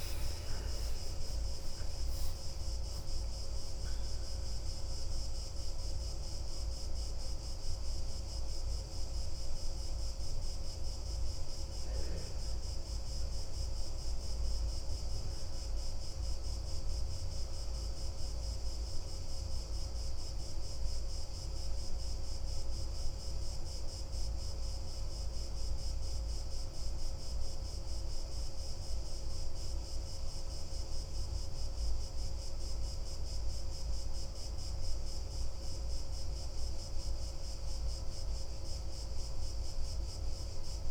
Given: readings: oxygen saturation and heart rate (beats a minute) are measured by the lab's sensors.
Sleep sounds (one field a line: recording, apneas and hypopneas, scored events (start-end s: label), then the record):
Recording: a person partly awake in a sleep study, hard to hear, by a room microphone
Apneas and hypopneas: 1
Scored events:
17.50-40.91 s: new sleep stage, N1 (lightest sleep)
19.00-34.00 s: mixed apnea (oxygen 97% before, 94% lowest, heart rate 39 before, 38 extreme, up 1 after)
35.50-39.50 s: arousal
From the record:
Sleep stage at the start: awake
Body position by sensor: on the back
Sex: male